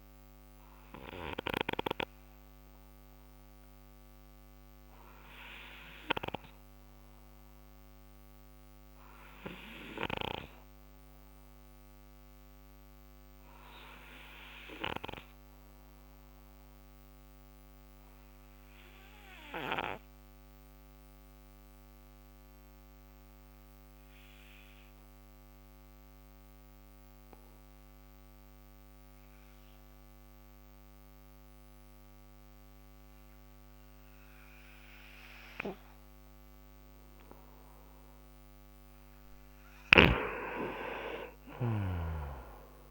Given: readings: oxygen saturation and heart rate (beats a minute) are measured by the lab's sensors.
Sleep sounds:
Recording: breathing in sleep by a microphone on the trachea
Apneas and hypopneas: 1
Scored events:
0.00-14.00 s: oxygen desaturation (device-marked, oxygen 90% lowest, heart rate 59 extreme)
19.00-37.00 s: obstructive apnea (oxygen 97% before, 88% lowest, heart rate 60 before, 62 extreme, up 6 after)
39.50-42.91 s: snoring (device-marked)
From the record:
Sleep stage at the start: N2 (light sleep)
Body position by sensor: on the right side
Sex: male

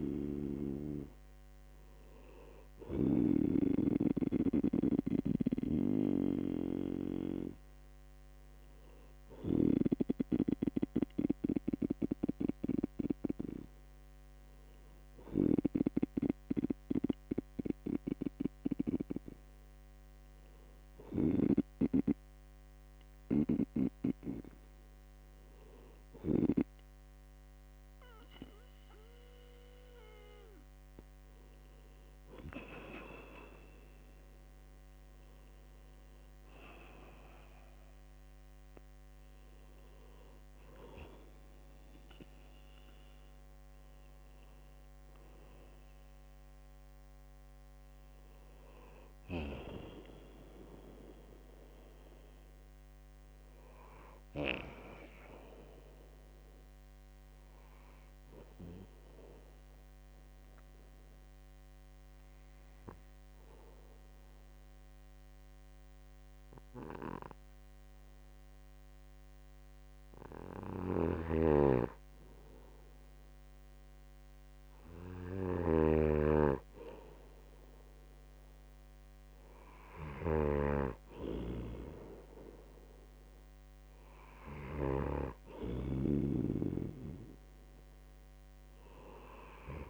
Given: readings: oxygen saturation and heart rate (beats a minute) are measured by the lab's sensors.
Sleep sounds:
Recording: breathing in sleep by a microphone on the trachea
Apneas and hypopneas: 1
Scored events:
0.50-4.00 s: snoring (device-marked)
6.00-22.00 s: snoring (device-marked)
52.00-55.50 s: arousal
60.00-72.50 s: obstructive apnea (oxygen 98% before, 95% lowest, heart rate 65 before, 61 extreme, up 0 after)
71.50-89.90 s: snoring (device-marked)
75.00-78.00 s: arousal
From the record:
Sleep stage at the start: N2 (light sleep)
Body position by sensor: on the right side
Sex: male

